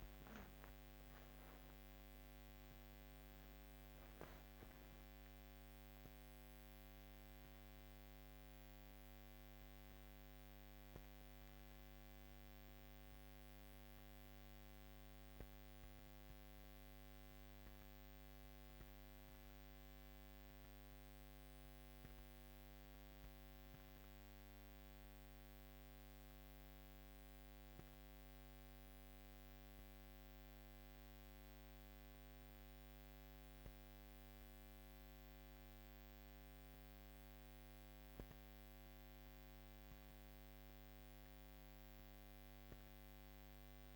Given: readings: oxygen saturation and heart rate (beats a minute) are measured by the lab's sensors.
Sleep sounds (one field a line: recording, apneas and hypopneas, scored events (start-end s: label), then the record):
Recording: a person partly awake in a sleep study, hard to hear, by a microphone on the trachea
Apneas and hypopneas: none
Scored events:
14.50-43.96 s: new sleep stage, N1 (lightest sleep)
From the record:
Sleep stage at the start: awake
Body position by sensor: on the back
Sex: female